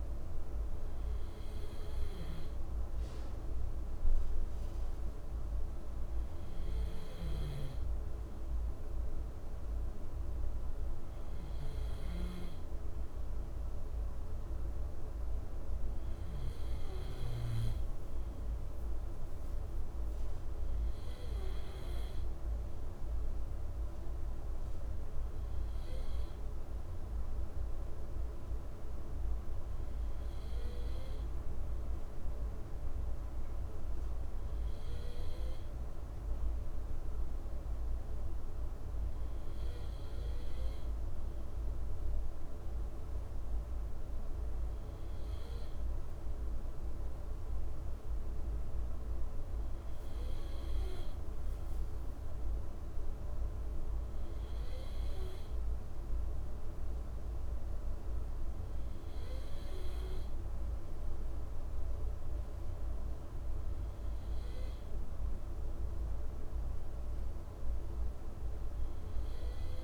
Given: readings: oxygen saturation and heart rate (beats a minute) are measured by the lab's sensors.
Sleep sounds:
breathing in sleep, hard to hear, by a room microphone; none
none scored
From the record:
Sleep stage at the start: N2 (light sleep); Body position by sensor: on the left side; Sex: male

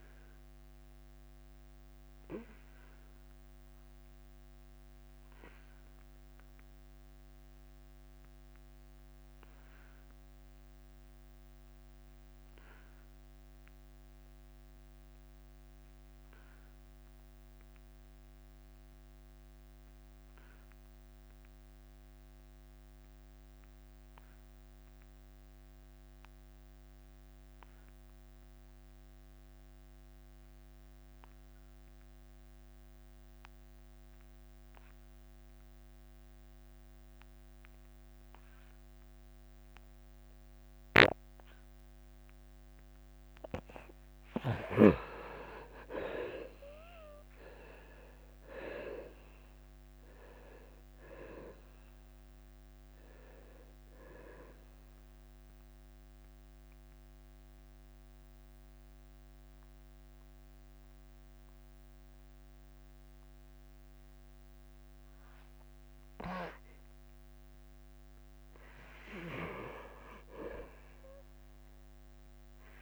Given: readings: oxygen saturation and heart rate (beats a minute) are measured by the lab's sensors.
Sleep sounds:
breathing in sleep by a microphone on the trachea; 2
0.00-5.50 s: drop in pulse transit time (device-marked, heart rate 89 extreme)
6.00-44.00 s: obstructive apnea (oxygen 97% before, 56% lowest, heart rate 90 before, 82 extreme, up 12 after)
13.00-15.00 s: long interval between heartbeats (device-marked, heart rate 89 before, 86 extreme)
21.50-72.82 s: new sleep stage, N2 (light sleep)
25.50-47.50 s: oxygen desaturation (device-marked, oxygen 92% before, 86% lowest, heart rate 86 before, 84 extreme)
37.00-39.00 s: long interval between heartbeats (device-marked, heart rate 85 before, 84 extreme)
46.50-52.00 s: arousal
46.50-59.50 s: drop in pulse transit time (device-marked, heart rate 87 before, 90 extreme)
56.50-68.50 s: central apnea (oxygen 90% before, 56% lowest, heart rate 91 before, 86 extreme, up 3 after)
67.50-72.82 s: oxygen desaturation (device-marked, oxygen 84% before, 56% lowest, heart rate 95 before, 86 extreme)
70.50-72.82 s: arousal
From the record:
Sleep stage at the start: REM sleep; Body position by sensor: on the back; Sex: male

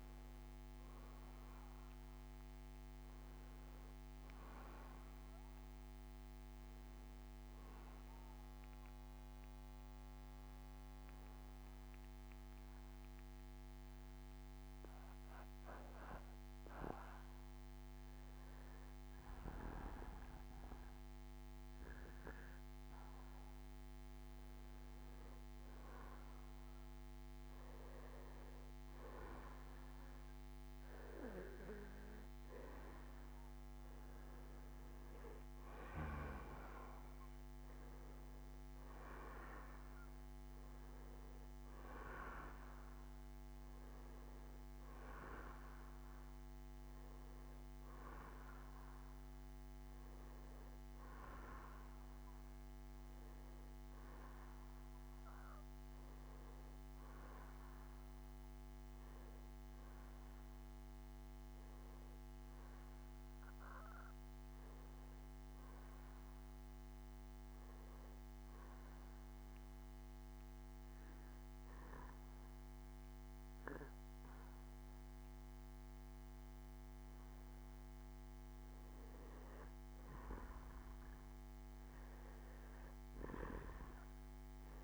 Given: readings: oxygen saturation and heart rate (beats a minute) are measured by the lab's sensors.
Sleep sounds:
breathing in sleep by a microphone on the trachea; 2
0.00-5.50 s: bradycardia (device-marked, heart rate 52 extreme)
3.00-6.50 s: arousal
10.50-24.00 s: obstructive apnea (oxygen 95% before, 90% lowest, heart rate 63 before, 63 extreme, up 6 after)
27.50-47.50 s: oxygen desaturation (device-marked, oxygen 94% before, 90% lowest, heart rate 68 before, 53 extreme)
31.50-35.50 s: arousal
59.50-63.50 s: arousal
63.50-68.50 s: bradycardia (device-marked, heart rate 68 before, 58 extreme)
66.00-78.50 s: obstructive apnea (oxygen 96% before, 90% lowest, heart rate 68 before, 44 extreme, up 15 after)
76.50-84.84 s: oxygen desaturation (device-marked, oxygen 95% before, 90% lowest, heart rate 64 before, 44 extreme)
81.00-84.00 s: arousal
81.50-84.84 s: bradycardia (device-marked, heart rate 68 before, 44 extreme)
From the record:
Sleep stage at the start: N2 (light sleep); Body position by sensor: on the back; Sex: male

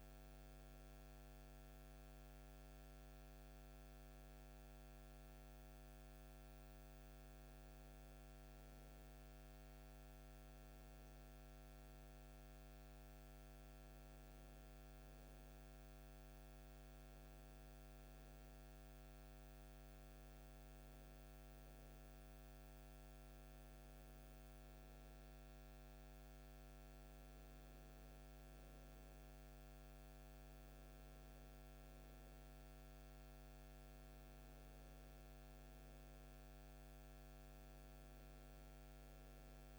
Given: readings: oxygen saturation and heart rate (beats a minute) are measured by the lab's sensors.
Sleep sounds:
breathing in sleep, hard to hear, by a microphone on the trachea; none
none scored
From the record:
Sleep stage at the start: N2 (light sleep); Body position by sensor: on the back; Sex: male

